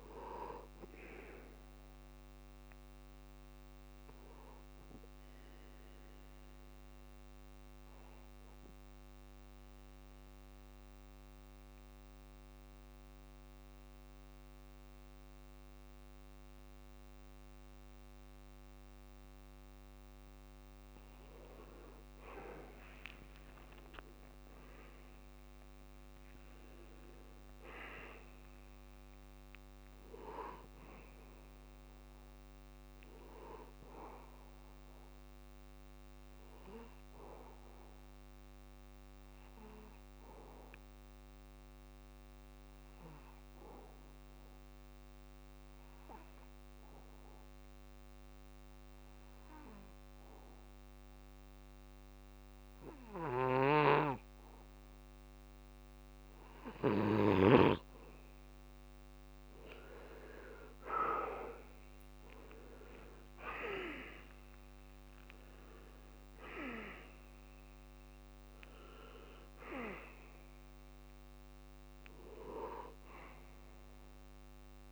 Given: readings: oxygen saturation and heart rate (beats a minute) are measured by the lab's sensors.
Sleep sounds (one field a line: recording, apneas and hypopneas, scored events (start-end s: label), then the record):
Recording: breathing in sleep by a microphone on the trachea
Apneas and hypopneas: 2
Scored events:
0.00-12.00 s: oxygen desaturation (device-marked, oxygen 85% lowest)
4.00-20.00 s: mixed apnea (oxygen 97% before, 86% lowest)
22.00-27.50 s: arousal
25.00-46.00 s: oxygen desaturation (device-marked, oxygen 98% before, 92% lowest)
39.00-56.50 s: mixed apnea (oxygen 99% before, 86% lowest)
57.00-74.92 s: oxygen desaturation (device-marked, oxygen 97% before, 86% lowest)
59.00-62.50 s: arousal
From the record:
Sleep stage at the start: N2 (light sleep)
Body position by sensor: on the back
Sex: male